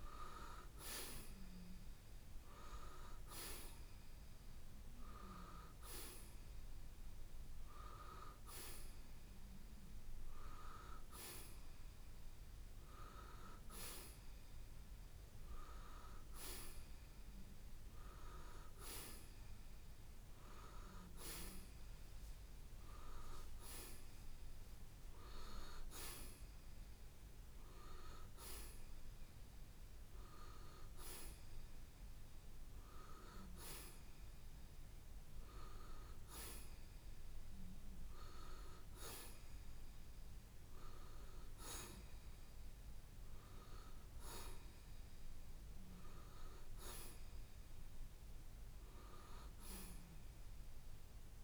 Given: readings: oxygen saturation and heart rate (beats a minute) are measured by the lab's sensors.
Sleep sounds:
a person partly awake in a sleep study, by a room microphone; none
7.50-51.43 s: new sleep stage, N1 (lightest sleep)
8.50-18.50 s: oxygen desaturation (device-marked, oxygen 90% before, 87% lowest, heart rate 93 before, 73 extreme)
From the record:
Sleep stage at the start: awake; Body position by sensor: on the right side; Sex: male

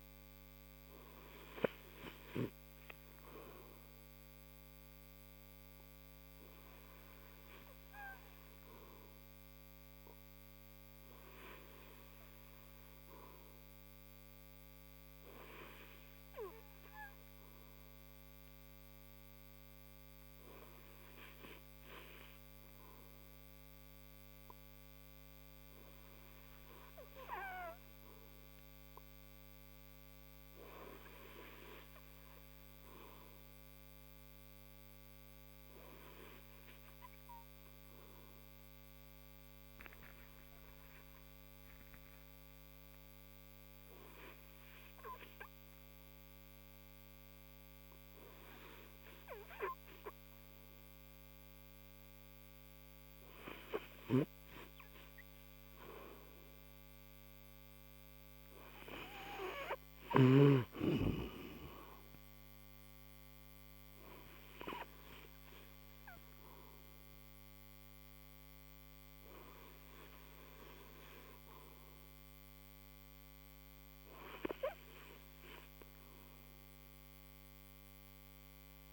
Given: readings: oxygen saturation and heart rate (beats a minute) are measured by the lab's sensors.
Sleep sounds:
breathing in sleep by a microphone on the trachea; 1
0.00-1.00 s: oxygen desaturation (device-marked, oxygen 90% lowest, heart rate 62 extreme)
8.00-23.00 s: oxygen desaturation (device-marked, oxygen 93% before, 88% lowest, heart rate 69 before, 36 extreme)
32.00-55.00 s: oxygen desaturation (device-marked, oxygen 91% before, 84% lowest, heart rate 77 before, 36 extreme)
38.50-55.00 s: hypopnea (oxygen 91% before, 78% lowest, heart rate 69 before, 43 extreme, up 39 after)
51.00-78.93 s: new sleep stage, N2 (light sleep)
58.00-61.00 s: arousal
64.00-78.93 s: oxygen desaturation (device-marked, oxygen 85% before, 78% lowest, heart rate 67 before, 52 extreme)
From the record:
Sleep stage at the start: REM sleep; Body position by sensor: on the right side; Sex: male

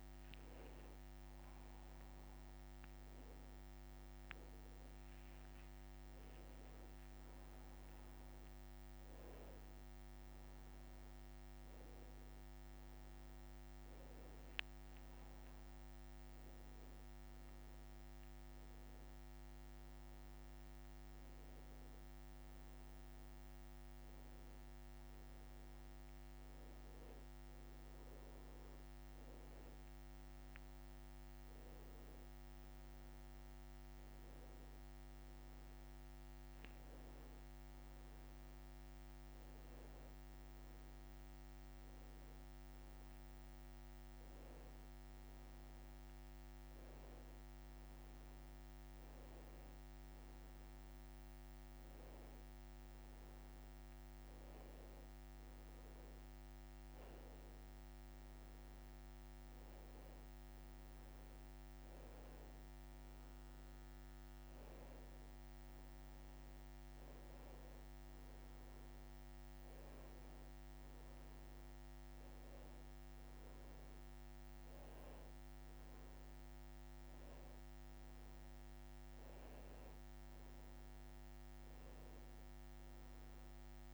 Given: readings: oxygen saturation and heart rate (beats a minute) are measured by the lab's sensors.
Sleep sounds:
breathing in sleep, hard to hear, by a microphone on the trachea; none
66.50-83.94 s: new sleep stage, N2 (light sleep)
From the record:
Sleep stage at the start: N1 (lightest sleep); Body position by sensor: on the back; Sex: male

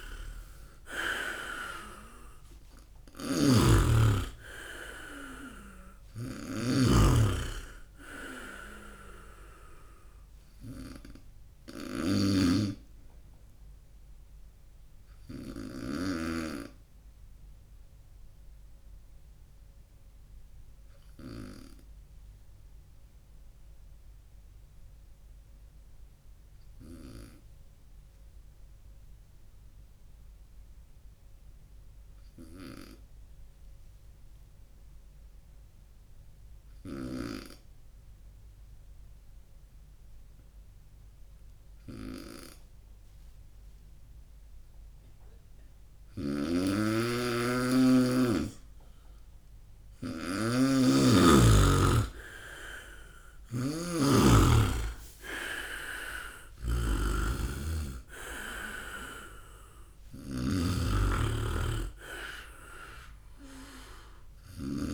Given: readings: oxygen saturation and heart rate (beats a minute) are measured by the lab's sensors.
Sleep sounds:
breathing in sleep by a room microphone; 1
0.00-1.50 s: arousal
0.00-16.00 s: snoring (device-marked)
16.50-48.50 s: obstructive apnea (oxygen 97% before, 93% lowest, heart rate 78 before, 63 extreme, up 11 after)
46.00-64.94 s: snoring (device-marked)
47.00-64.94 s: oxygen desaturation (device-marked, oxygen 99% before, 94% lowest, heart rate 69 before, 60 extreme)
50.50-54.50 s: arousal
From the record:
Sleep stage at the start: N2 (light sleep); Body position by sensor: on the right side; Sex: male

